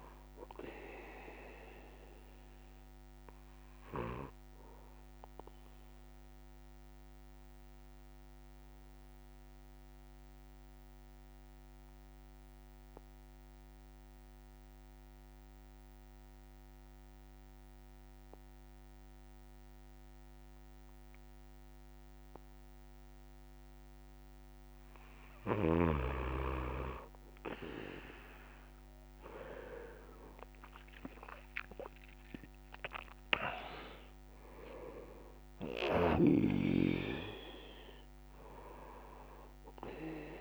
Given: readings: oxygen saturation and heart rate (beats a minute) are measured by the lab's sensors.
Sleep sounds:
breathing in sleep by a microphone on the trachea; 1
0.00-18.00 s: oxygen desaturation (device-marked, oxygen 94% lowest)
2.50-23.50 s: obstructive apnea (oxygen 98% before, 94% lowest)
35.00-40.41 s: oxygen desaturation (device-marked, oxygen 99% before, 94% lowest)
From the record:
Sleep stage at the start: N1 (lightest sleep); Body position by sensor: on the back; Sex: male

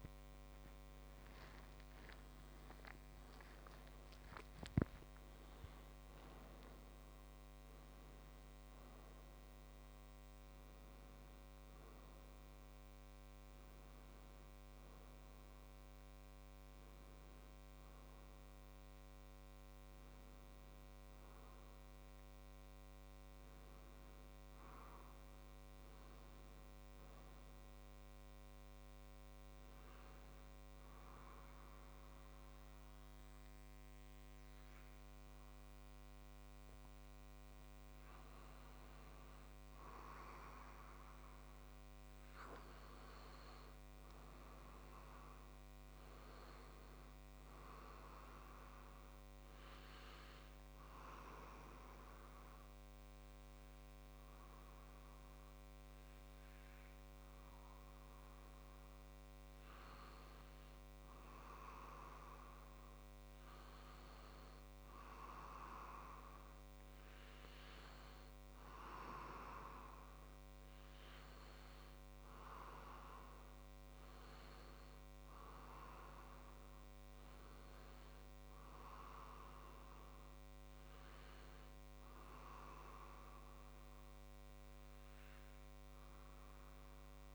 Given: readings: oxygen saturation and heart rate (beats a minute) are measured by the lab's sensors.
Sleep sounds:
a person partly awake in a sleep study, by a microphone on the trachea; 2
3.00-8.00 s: tachycardia (device-marked, heart rate 61 before, 109 extreme)
27.00-87.35 s: new sleep stage, N2 (light sleep)
28.00-38.50 s: obstructive apnea (oxygen 97% before, 94% lowest, heart rate 69 before, 60 extreme, up 3 after)
43.50-46.50 s: arousal
50.50-61.50 s: obstructive apnea (oxygen 97% before, 94% lowest, heart rate 62 before, 62 extreme, up 3 after)
71.00-75.00 s: arousal
From the record:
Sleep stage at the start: awake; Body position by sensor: on the back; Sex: male

